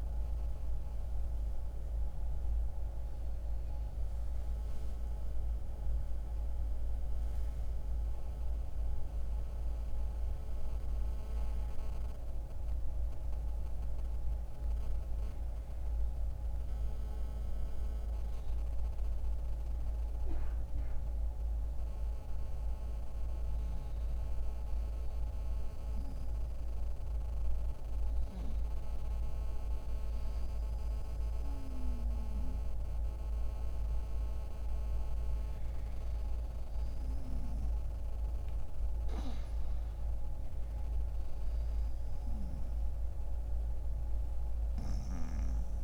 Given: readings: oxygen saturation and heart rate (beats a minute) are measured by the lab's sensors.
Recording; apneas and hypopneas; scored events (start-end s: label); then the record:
a person partly awake in a sleep study, hard to hear, by a room microphone; none
15.50-45.84 s: new sleep stage, N1 (lightest sleep)
From the record:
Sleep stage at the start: awake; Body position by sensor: on the back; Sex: male